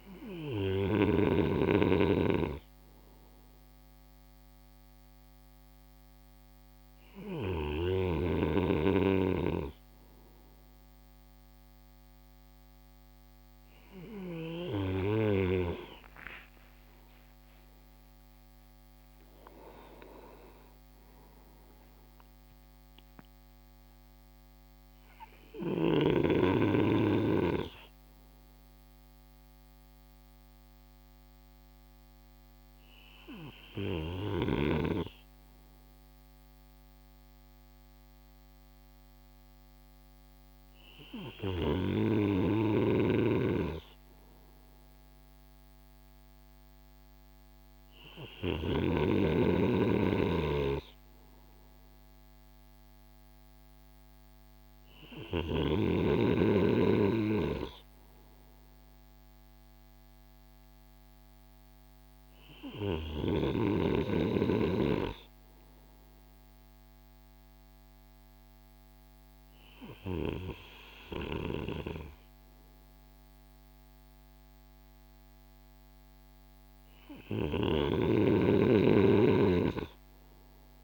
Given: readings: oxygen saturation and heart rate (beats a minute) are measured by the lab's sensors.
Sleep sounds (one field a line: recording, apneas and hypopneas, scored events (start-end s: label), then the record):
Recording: breathing in sleep by a microphone on the trachea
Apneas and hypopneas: none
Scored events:
14.50-19.50 s: arousal
70.50-77.00 s: snoring (device-marked)
From the record:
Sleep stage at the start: N2 (light sleep)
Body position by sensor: on the right side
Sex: male